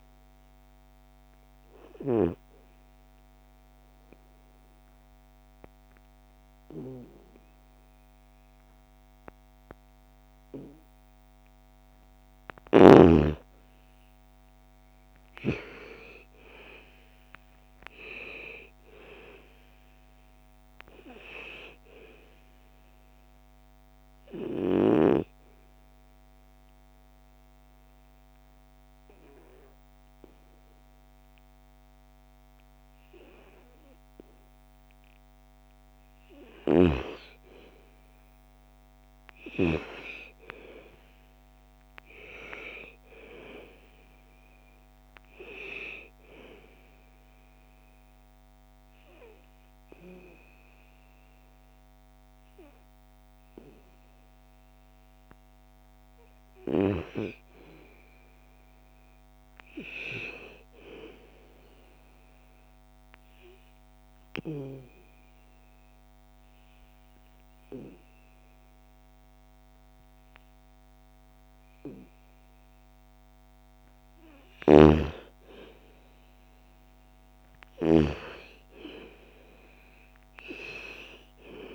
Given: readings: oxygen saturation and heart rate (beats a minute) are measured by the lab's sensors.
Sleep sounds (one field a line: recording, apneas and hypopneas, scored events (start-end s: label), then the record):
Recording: breathing in sleep by a microphone on the trachea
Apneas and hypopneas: 3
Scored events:
1.50-11.50 s: obstructive apnea (oxygen 98% before, 89% lowest, heart rate 60 before, 54 extreme, up 10 after)
13.00-17.50 s: arousal
20.00-34.00 s: oxygen desaturation (device-marked, oxygen 96% before, 89% lowest, heart rate 61 before, 54 extreme)
22.50-34.00 s: obstructive apnea (oxygen 98% before, 89% lowest, heart rate 61 before, 54 extreme, up 6 after)
37.00-40.50 s: arousal
43.00-56.00 s: oxygen desaturation (device-marked, oxygen 98% before, 92% lowest, heart rate 58 before, 54 extreme)
62.00-72.50 s: obstructive apnea (oxygen 98% before, 90% lowest, heart rate 60 before, 54 extreme, up 4 after)
65.00-75.00 s: oxygen desaturation (device-marked, oxygen 97% before, 94% lowest, heart rate 59 before, 54 extreme)
74.00-77.50 s: snoring (device-marked)
76.00-80.50 s: arousal
From the record:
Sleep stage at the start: N2 (light sleep)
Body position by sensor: on the back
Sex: female